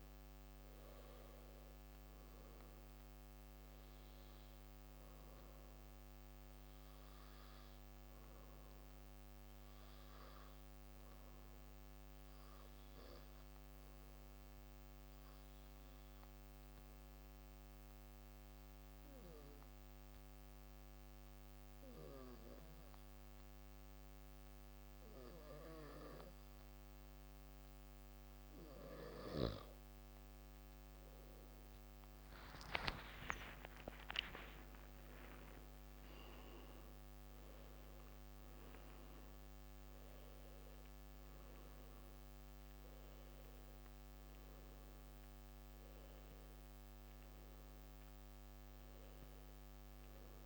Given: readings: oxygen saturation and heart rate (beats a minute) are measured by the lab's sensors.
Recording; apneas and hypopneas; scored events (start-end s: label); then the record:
breathing in sleep by a microphone on the trachea; 1
11.00-28.00 s: obstructive apnea (oxygen 97% before, 93% lowest)
31.00-35.50 s: arousal
34.50-50.45 s: new sleep stage, N1 (lightest sleep)
37.50-48.50 s: oxygen desaturation (device-marked, oxygen 97% before, 93% lowest)
From the record:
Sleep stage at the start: N2 (light sleep); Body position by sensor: on the back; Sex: male